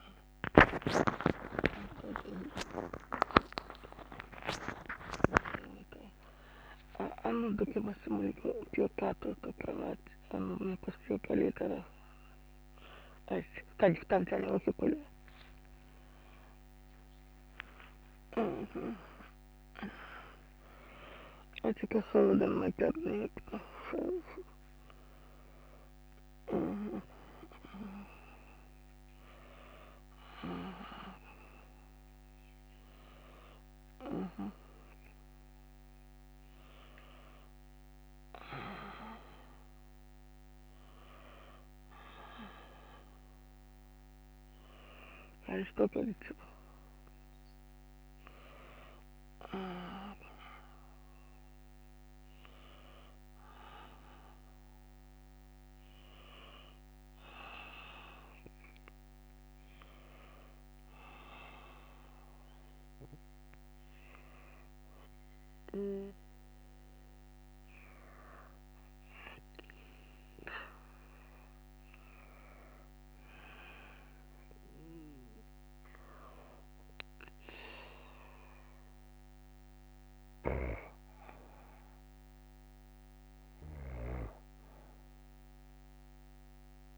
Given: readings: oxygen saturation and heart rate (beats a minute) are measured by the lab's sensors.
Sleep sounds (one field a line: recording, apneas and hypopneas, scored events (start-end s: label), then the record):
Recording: a person awake in a sleep study, by a microphone on the trachea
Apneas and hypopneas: none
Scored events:
0.00-8.50 s: tachycardia (device-marked, heart rate 188 extreme)
13.50-35.50 s: tachycardia (device-marked, heart rate 93 before, 174 extreme)
47.50-77.50 s: new sleep stage, N1 (lightest sleep)
77.50-86.98 s: new sleep stage, N2 (light sleep)
From the record:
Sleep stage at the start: awake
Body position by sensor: on the back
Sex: female